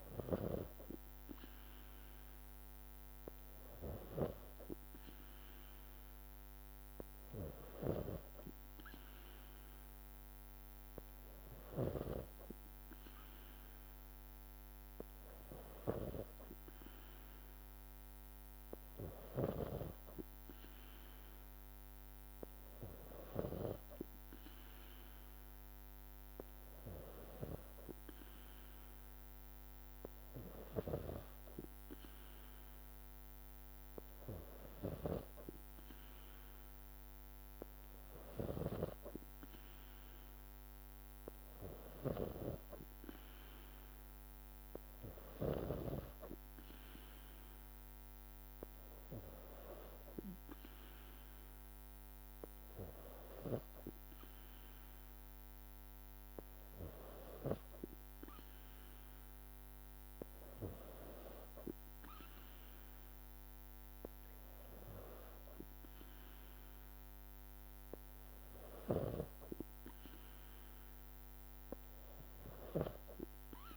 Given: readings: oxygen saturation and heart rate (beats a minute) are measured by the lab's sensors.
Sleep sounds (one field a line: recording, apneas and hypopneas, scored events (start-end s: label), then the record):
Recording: breathing in sleep by a microphone on the trachea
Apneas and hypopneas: none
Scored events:
1.50-3.50 s: long interval between heartbeats (device-marked, heart rate 58 before, 59 extreme)
38.50-46.00 s: snoring (device-marked)
54.00-56.00 s: long interval between heartbeats (device-marked, heart rate 58 before, 77 extreme)
From the record:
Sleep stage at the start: N3 (deep sleep)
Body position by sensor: on the back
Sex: female